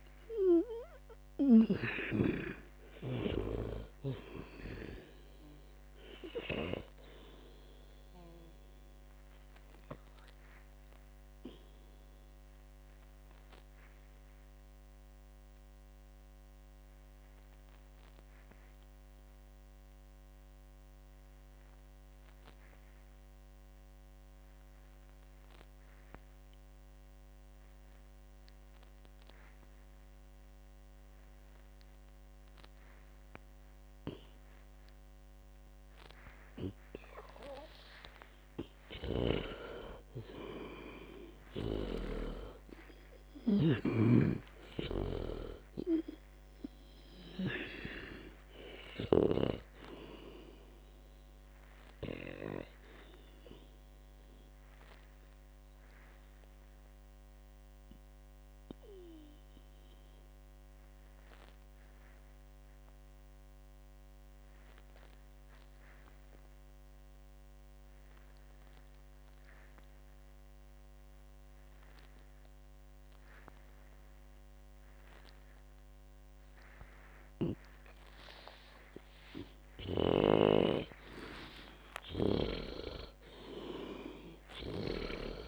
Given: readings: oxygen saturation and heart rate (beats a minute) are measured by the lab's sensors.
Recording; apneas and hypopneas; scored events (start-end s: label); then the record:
breathing in sleep by a microphone on the trachea; 2
0.00-21.50 s: oxygen desaturation (device-marked, oxygen 91% lowest, heart rate 55 extreme)
10.50-38.00 s: obstructive apnea (oxygen 97% before, 91% lowest, heart rate 69 before, 55 extreme, up 31 after)
39.50-42.50 s: arousal
39.50-43.00 s: snoring (device-marked)
40.50-65.50 s: oxygen desaturation (device-marked, oxygen 98% before, 92% lowest, heart rate 60 before, 55 extreme)
45.00-50.00 s: snoring (device-marked)
55.00-79.50 s: obstructive apnea (oxygen 99% before, 92% lowest, heart rate 73 before, 55 extreme)
80.50-85.48 s: arousal
82.50-85.48 s: oxygen desaturation (device-marked, oxygen 98% before, 93% lowest, heart rate 73 before, 55 extreme)
From the record:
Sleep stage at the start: N2 (light sleep); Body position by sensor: on the back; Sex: female